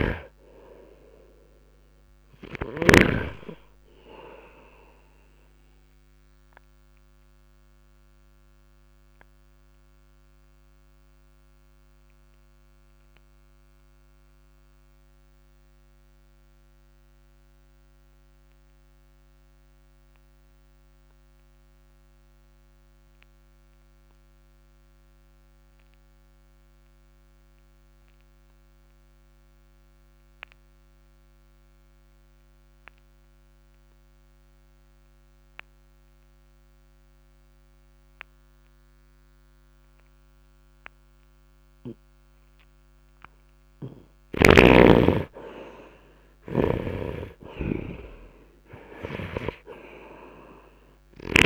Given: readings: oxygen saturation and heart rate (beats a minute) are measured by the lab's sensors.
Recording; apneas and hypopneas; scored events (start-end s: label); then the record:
breathing in sleep by a microphone on the trachea; 1
0.00-3.00 s: snoring (device-marked)
0.00-23.50 s: oxygen desaturation (device-marked, oxygen 75% lowest, heart rate 51 extreme)
7.50-43.00 s: obstructive apnea (oxygen 96% before, 75% lowest, heart rate 62 before, 51 extreme, up 11 after)
39.50-51.46 s: oxygen desaturation (device-marked, oxygen 98% before, 75% lowest, heart rate 59 before, 51 extreme)
45.00-49.50 s: arousal
From the record:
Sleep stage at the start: N2 (light sleep); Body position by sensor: on the right side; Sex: male